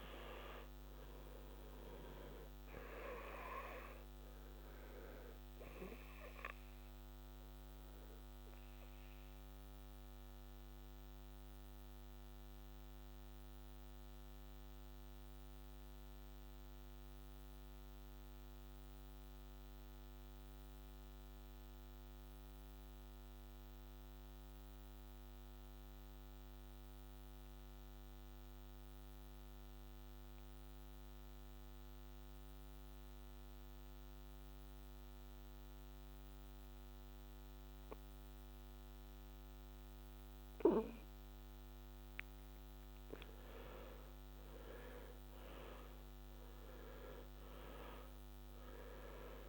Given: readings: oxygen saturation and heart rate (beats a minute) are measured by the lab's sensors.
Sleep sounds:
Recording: breathing in sleep by a microphone on the trachea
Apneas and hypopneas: 1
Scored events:
0.00-20.00 s: oxygen desaturation (device-marked, oxygen 82% lowest, heart rate 61 extreme)
3.50-39.50 s: obstructive apnea (oxygen 97% before, 81% lowest, heart rate 68 before, 61 extreme, up 11 after)
31.00-49.49 s: oxygen desaturation (device-marked, oxygen 99% before, 81% lowest, heart rate 63 before, 61 extreme)
42.00-46.00 s: arousal
From the record:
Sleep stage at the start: N2 (light sleep)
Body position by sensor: on the back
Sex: male

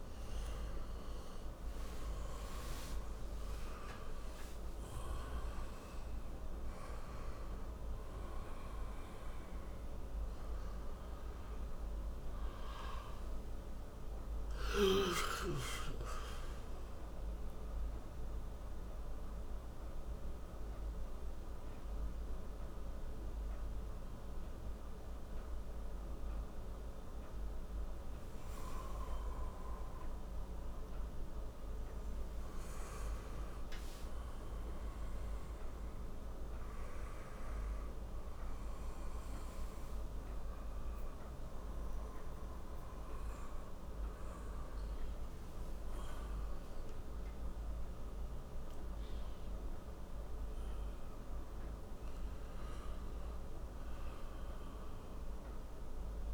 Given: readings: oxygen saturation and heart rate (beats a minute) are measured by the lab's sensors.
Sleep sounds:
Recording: a person partly awake in a sleep study, hard to hear, by a room microphone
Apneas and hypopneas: none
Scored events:
9.50-56.34 s: new sleep stage, N1 (lightest sleep)
40.00-44.00 s: arousal
45.50-53.50 s: oxygen desaturation (device-marked, oxygen 98% before, 93% lowest)
From the record:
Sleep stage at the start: awake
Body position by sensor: on the back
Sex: male

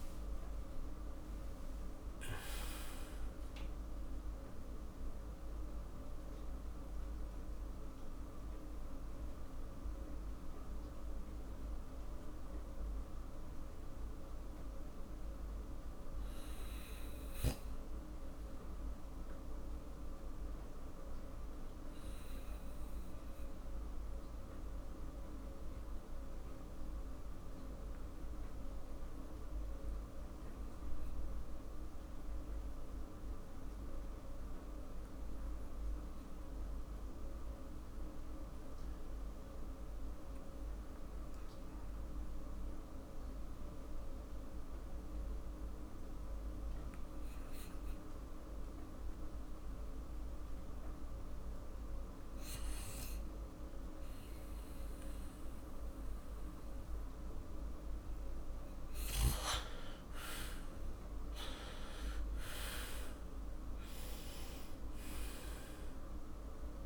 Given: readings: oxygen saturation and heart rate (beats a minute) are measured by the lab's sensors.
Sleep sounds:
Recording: breathing in sleep, hard to hear, by a room microphone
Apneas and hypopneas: 1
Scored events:
4.00-57.00 s: mixed apnea (oxygen 97% before, 81% lowest, heart rate 47 before, 44 extreme, up 14 after)
21.50-36.50 s: oxygen desaturation (device-marked, oxygen 94% before, 81% lowest, heart rate 51 before, 44 extreme)
60.00-65.50 s: arousal
From the record:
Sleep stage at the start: REM sleep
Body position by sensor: on the back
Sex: male

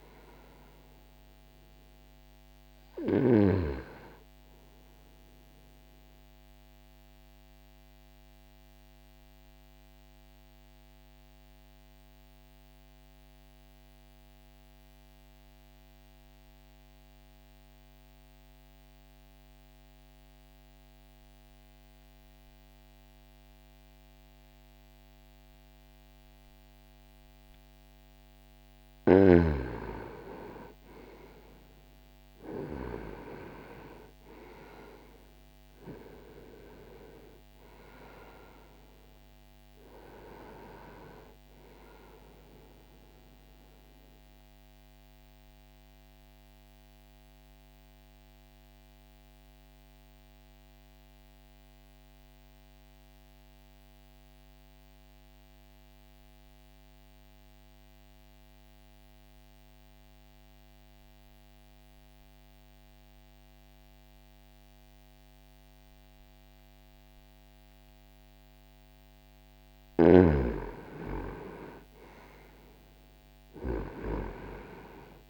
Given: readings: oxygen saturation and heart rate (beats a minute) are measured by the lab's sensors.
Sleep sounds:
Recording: breathing in sleep by a microphone on the trachea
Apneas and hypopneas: 2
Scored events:
5.50-27.50 s: obstructive apnea (oxygen 95% before, 90% lowest, heart rate 60 before, 60 extreme, up 0 after)
18.00-24.00 s: oxygen desaturation (device-marked, oxygen 94% before, 90% lowest, heart rate 60 before, 60 extreme)
30.00-35.00 s: arousal
43.00-68.00 s: obstructive apnea (oxygen 97% before, 89% lowest, heart rate 60 before, 60 extreme, up 0 after)
60.00-68.00 s: oxygen desaturation (device-marked, oxygen 95% before, 91% lowest, heart rate 60 before, 60 extreme)
70.00-74.50 s: arousal
From the record:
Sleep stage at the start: N2 (light sleep)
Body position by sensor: on the back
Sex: male

